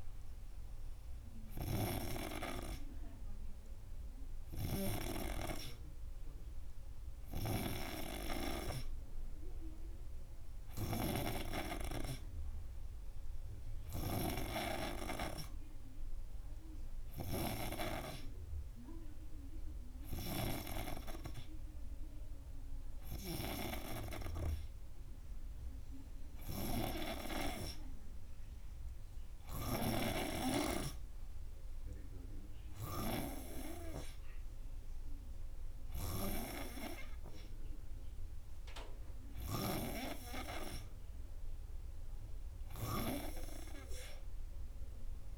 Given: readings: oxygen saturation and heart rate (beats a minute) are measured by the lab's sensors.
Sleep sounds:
breathing in sleep by a room microphone; none
none scored
From the record:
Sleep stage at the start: N3 (deep sleep); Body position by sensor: on the front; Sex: male

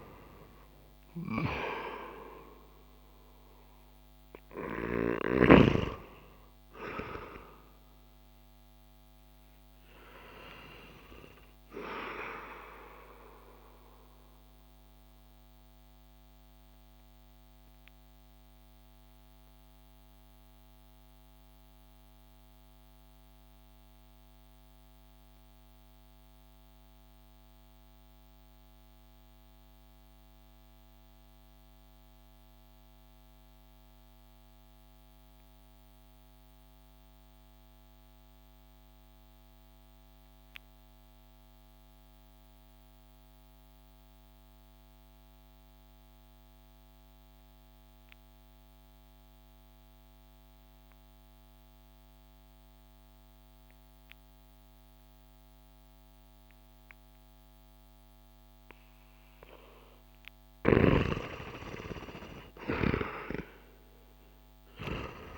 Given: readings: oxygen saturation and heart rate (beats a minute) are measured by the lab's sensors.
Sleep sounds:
breathing in sleep by a microphone on the trachea; 1
0.00-1.00 s: arousal
0.00-29.50 s: oxygen desaturation (device-marked, oxygen 86% lowest)
13.50-59.50 s: mixed apnea (oxygen 94% before, 86% lowest)
49.50-65.38 s: oxygen desaturation (device-marked, oxygen 97% before, 86% lowest)
61.50-65.38 s: arousal
From the record:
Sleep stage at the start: N2 (light sleep); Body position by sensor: on the back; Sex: male

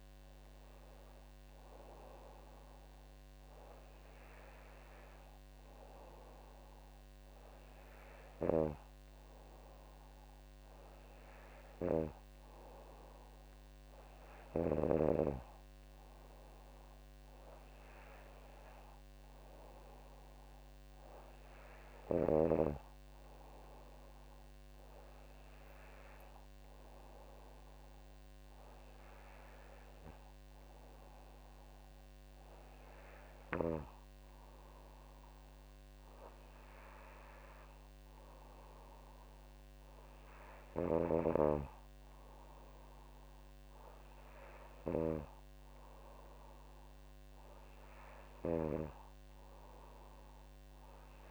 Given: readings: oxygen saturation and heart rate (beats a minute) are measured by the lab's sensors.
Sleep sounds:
breathing in sleep by a microphone on the trachea; none
none scored
From the record:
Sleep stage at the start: N2 (light sleep); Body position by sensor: on the back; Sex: female

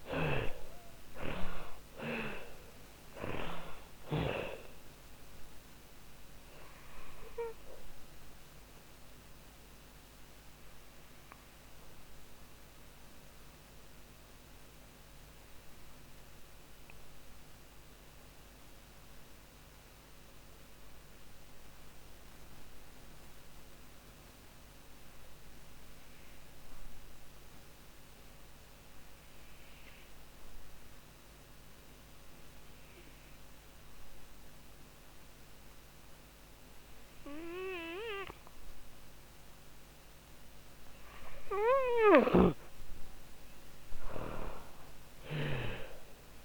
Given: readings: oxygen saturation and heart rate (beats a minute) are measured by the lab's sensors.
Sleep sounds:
breathing in sleep by a microphone on the trachea; 1
0.00-1.50 s: arousal
0.00-30.50 s: oxygen desaturation (device-marked, oxygen 58% lowest, heart rate 39 extreme)
7.00-38.00 s: obstructive apnea (oxygen 85% before, 58% lowest, heart rate 58 before, 40 extreme, up 36 after)
38.50-46.45 s: oxygen desaturation (device-marked, oxygen 95% before, 72% lowest, heart rate 52 before, 32 extreme)
40.00-45.00 s: arousal
40.50-44.00 s: snoring (device-marked)
From the record:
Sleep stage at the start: REM sleep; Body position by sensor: on the back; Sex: female

